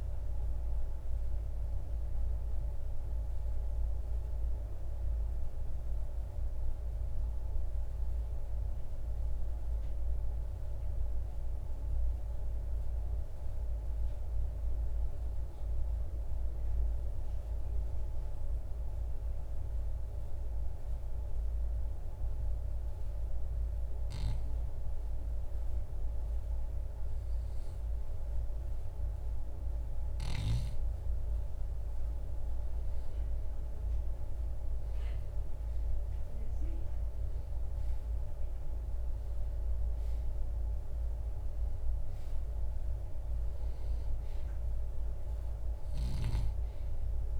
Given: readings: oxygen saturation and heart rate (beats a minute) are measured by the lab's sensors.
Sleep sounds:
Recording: breathing in sleep, hard to hear, by a room microphone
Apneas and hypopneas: 1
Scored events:
0.00-4.00 s: arousal
4.50-25.50 s: oxygen desaturation (device-marked, oxygen 94% before, 81% lowest, heart rate 77 before, 57 extreme)
6.00-29.50 s: hypopnea (oxygen 96% before, 81% lowest, heart rate 78 before, 57 extreme, up 3 after)
32.50-37.00 s: arousal
From the record:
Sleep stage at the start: REM sleep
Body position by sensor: on the right side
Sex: male

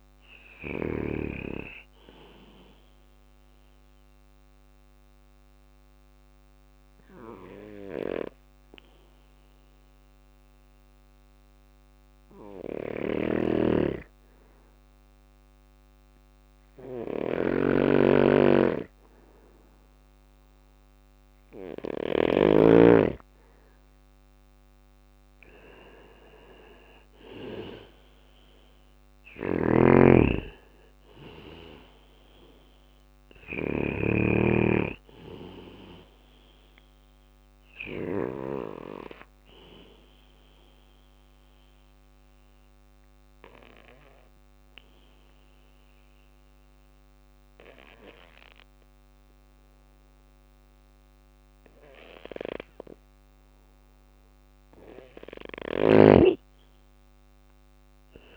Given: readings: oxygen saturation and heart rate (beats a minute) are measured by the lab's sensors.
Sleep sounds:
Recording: breathing in sleep by a microphone on the trachea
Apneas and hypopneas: 2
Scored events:
0.00-3.00 s: bradycardia (device-marked, heart rate 61 before, 59 extreme)
0.00-6.00 s: oxygen desaturation (device-marked, oxygen 93% lowest, heart rate 57 extreme)
2.50-23.00 s: obstructive apnea (oxygen 99% before, 92% lowest, heart rate 60 before, 57 extreme, up 4 after)
12.00-21.00 s: snoring (device-marked)
15.00-22.00 s: bradycardia (device-marked, heart rate 61 before, 57 extreme)
21.00-47.00 s: oxygen desaturation (device-marked, oxygen 99% before, 94% lowest, heart rate 60 before, 59 extreme)
24.50-28.00 s: arousal
26.00-37.00 s: drop in pulse transit time (device-marked, heart rate 60 before, 60 extreme)
28.00-37.50 s: snoring (device-marked)
36.00-38.00 s: bradycardia (device-marked, heart rate 61 before, 60 extreme)
38.00-54.00 s: obstructive apnea (oxygen 99% before, 92% lowest, heart rate 60 before, 58 extreme, up 1 after)
55.50-58.36 s: arousal
56.00-58.36 s: drop in pulse transit time (device-marked, heart rate 60 before, 61 extreme)
From the record:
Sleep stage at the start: N2 (light sleep)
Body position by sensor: on the back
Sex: male

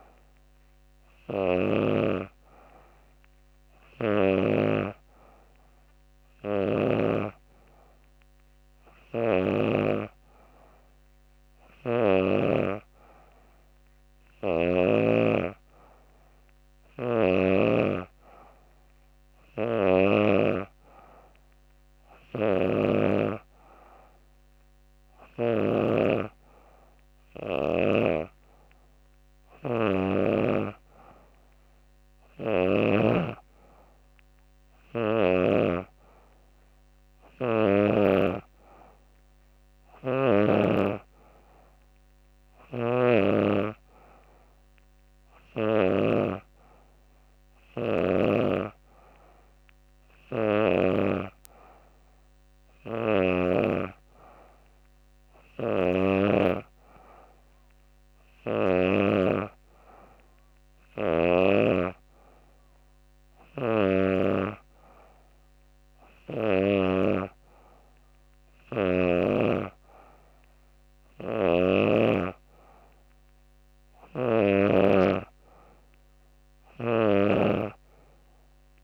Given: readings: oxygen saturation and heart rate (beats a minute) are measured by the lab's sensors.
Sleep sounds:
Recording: breathing in sleep by a microphone on the trachea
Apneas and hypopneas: none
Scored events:
none scored
From the record:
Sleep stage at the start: N3 (deep sleep)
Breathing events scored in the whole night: 111 in 5.1 hours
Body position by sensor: on the back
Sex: female

